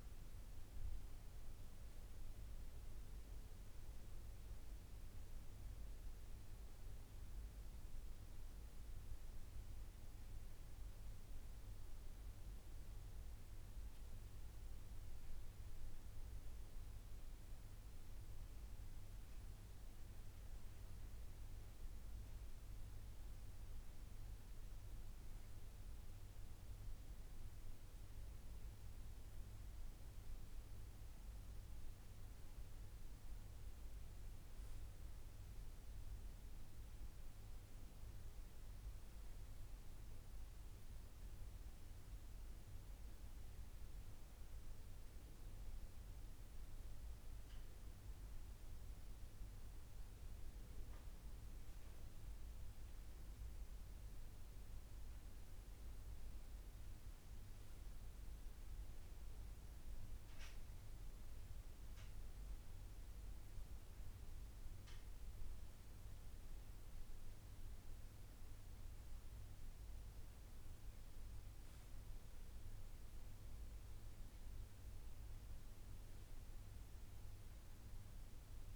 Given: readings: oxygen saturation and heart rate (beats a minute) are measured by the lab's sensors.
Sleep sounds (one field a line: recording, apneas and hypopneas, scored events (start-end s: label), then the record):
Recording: breathing in sleep, hard to hear, by a room microphone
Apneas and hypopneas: none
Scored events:
none scored
From the record:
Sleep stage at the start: N3 (deep sleep)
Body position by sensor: on the front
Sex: male